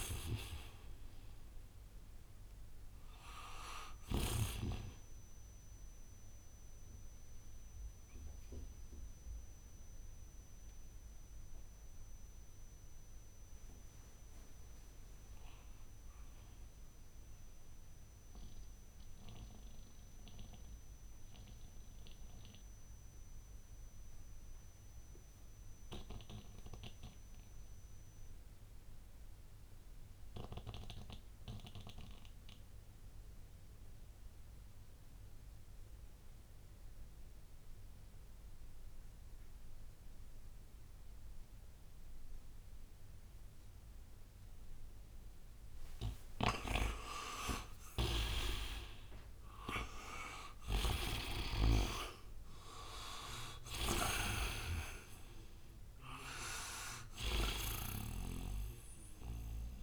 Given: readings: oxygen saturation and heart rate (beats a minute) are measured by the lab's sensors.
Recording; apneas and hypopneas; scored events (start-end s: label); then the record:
breathing in sleep by a room microphone; 1
0.00-4.00 s: snoring (device-marked)
0.00-21.00 s: oxygen desaturation (device-marked, oxygen 82% lowest, heart rate 59 extreme)
19.00-46.00 s: mixed apnea (oxygen 92% before, 82% lowest, heart rate 64 before, 59 extreme, up 35 after)
43.00-59.83 s: oxygen desaturation (device-marked, oxygen 97% before, 82% lowest, heart rate 60 before, 57 extreme)
47.50-52.50 s: arousal
47.50-57.50 s: snoring (device-marked)
From the record:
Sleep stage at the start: N2 (light sleep); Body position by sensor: on the right side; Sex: male